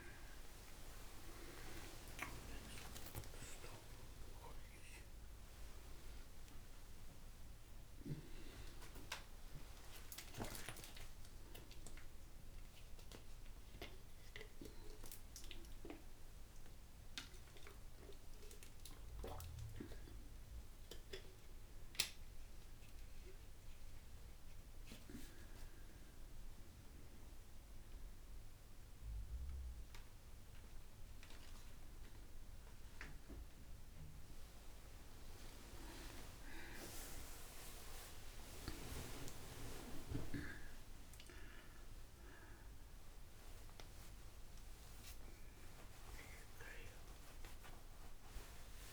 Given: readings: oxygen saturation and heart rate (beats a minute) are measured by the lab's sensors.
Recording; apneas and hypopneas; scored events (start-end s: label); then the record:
a person awake in a sleep study, by a room microphone; none
21.00-48.93 s: oxygen desaturation (device-marked, oxygen 94% before, 86% lowest)
From the record:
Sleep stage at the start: awake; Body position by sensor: on the right side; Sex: female